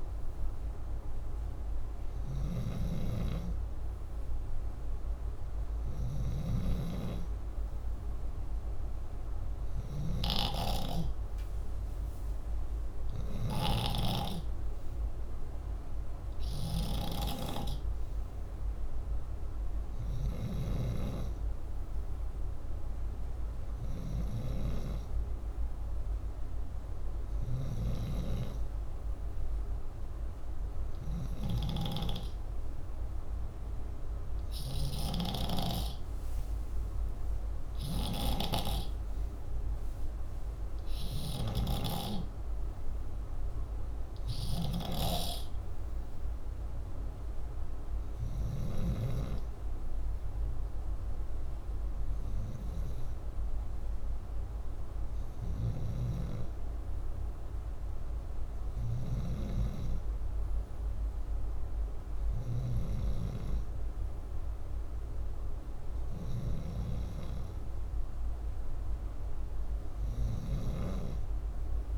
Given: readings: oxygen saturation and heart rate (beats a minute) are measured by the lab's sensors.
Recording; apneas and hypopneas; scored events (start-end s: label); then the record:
breathing in sleep by a room microphone; none
0.00-20.50 s: snoring (device-marked)
31.00-48.50 s: snoring (device-marked)
55.00-59.00 s: snoring (device-marked)
67.00-71.98 s: oxygen desaturation (device-marked, oxygen 95% before, 92% lowest, heart rate 63 before, 62 extreme)
70.00-71.98 s: snoring (device-marked)
From the record:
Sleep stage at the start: N2 (light sleep); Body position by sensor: upright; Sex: male